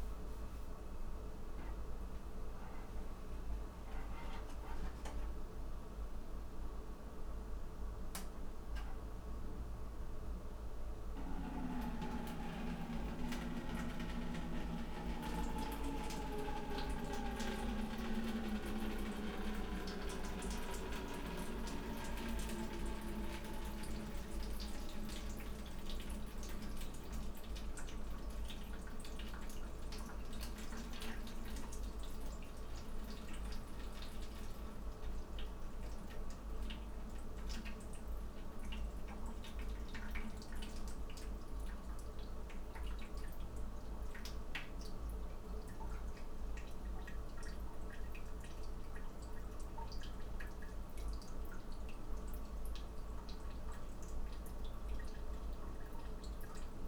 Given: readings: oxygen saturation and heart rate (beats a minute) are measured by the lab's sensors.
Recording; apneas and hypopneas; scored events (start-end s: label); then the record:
breathing in sleep by a room microphone; none
none scored
From the record:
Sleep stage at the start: N1 (lightest sleep); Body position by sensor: upright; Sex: male